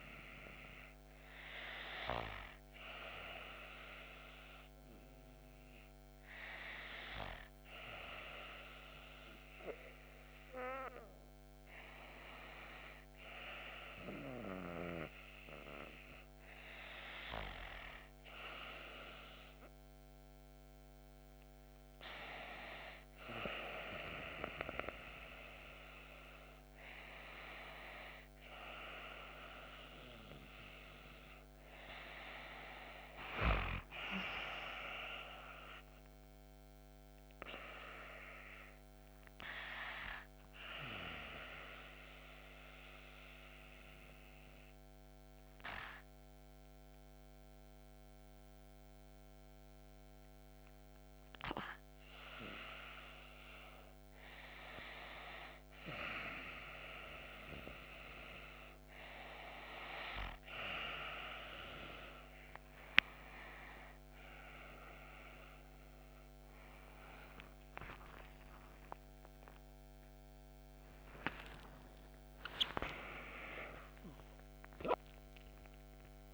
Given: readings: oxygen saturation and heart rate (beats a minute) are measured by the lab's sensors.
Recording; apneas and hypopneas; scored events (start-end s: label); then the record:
breathing in sleep by a microphone on the trachea; 1
33.00-36.50 s: arousal
39.50-54.00 s: hypopnea (oxygen 96% before, 94% lowest)
63.00-68.00 s: arousal
66.00-76.34 s: oxygen desaturation (device-marked, oxygen 97% before, 94% lowest)
67.00-76.34 s: new sleep stage, N1 (lightest sleep)
From the record:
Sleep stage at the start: N2 (light sleep); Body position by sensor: on the back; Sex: female